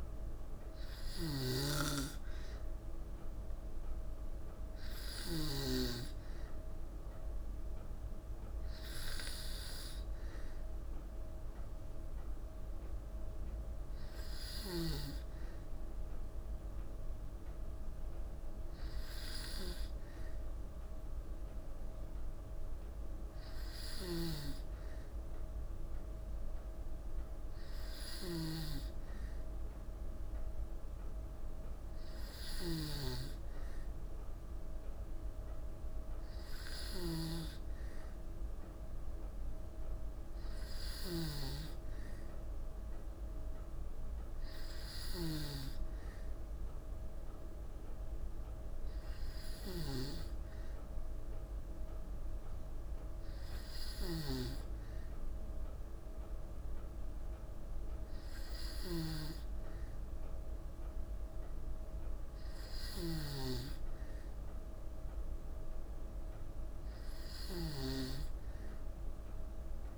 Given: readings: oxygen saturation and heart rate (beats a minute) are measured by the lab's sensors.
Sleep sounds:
breathing in sleep by a room microphone; none
0.00-5.00 s: snoring (device-marked)
23.50-69.98 s: snoring (device-marked)
From the record:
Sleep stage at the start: N2 (light sleep); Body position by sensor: on the back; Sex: female

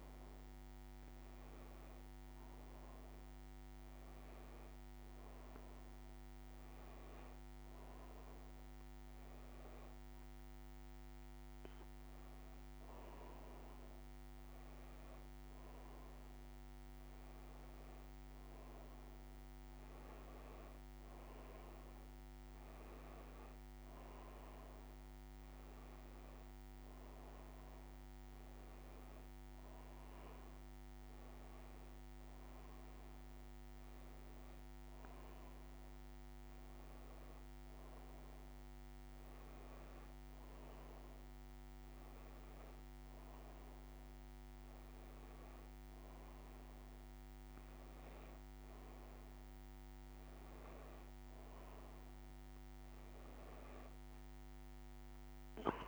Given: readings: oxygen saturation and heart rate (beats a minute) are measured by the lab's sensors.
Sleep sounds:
breathing in sleep, hard to hear, by a microphone on the trachea; none
none scored
From the record:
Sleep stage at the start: N2 (light sleep); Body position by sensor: on the back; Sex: female

